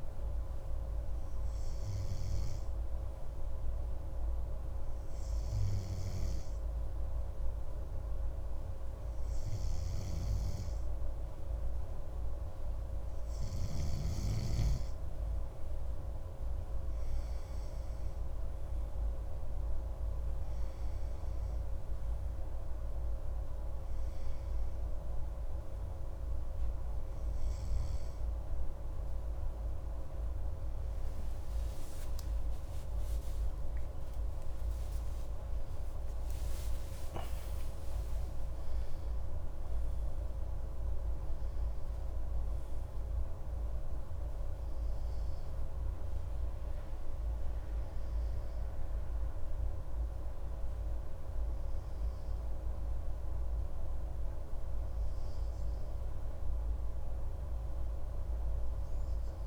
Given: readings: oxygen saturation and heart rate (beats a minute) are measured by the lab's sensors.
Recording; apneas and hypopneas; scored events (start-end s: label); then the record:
breathing in sleep, hard to hear, by a room microphone; none
17.50-59.46 s: new sleep stage, N2 (light sleep)
31.00-37.50 s: arousal
From the record:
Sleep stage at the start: N3 (deep sleep); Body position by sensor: on the right side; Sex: male